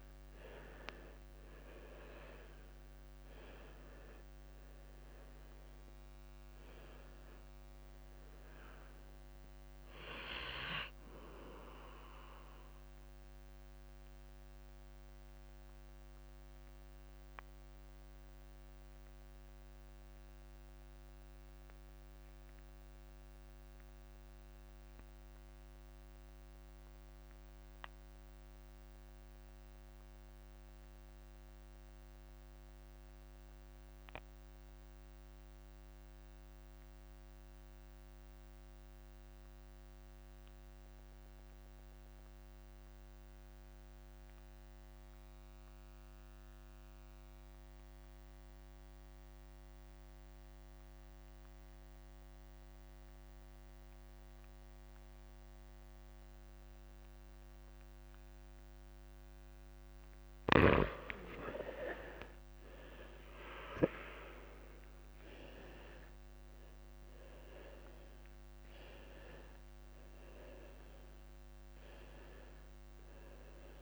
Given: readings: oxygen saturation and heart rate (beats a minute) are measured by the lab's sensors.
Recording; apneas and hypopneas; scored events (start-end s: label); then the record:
breathing in sleep by a microphone on the trachea; 1
0.00-2.00 s: long interval between heartbeats (device-marked, heart rate 35 before, 54 extreme)
0.00-32.00 s: oxygen desaturation (device-marked, oxygen 86% lowest)
14.00-16.00 s: long interval between heartbeats (device-marked)
14.50-59.00 s: mixed apnea (oxygen 98% before, 82% lowest)
18.50-20.50 s: long interval between heartbeats (device-marked)
42.00-44.00 s: long interval between heartbeats (device-marked)
46.00-73.82 s: oxygen desaturation (device-marked, oxygen 98% before, 82% lowest)
47.00-49.00 s: long interval between heartbeats (device-marked)
54.00-56.00 s: long interval between heartbeats (device-marked, heart rate 31 before, 35 extreme)
57.50-59.50 s: long interval between heartbeats (device-marked, heart rate 35 before, 36 extreme)
61.00-65.00 s: arousal
61.50-63.50 s: long interval between heartbeats (device-marked, heart rate 40 before, 64 extreme)
64.50-66.50 s: long interval between heartbeats (device-marked, heart rate 44 before, 68 extreme)
68.50-70.50 s: long interval between heartbeats (device-marked, heart rate 45 before, 34 extreme)
From the record:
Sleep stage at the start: N2 (light sleep); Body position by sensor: on the left side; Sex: male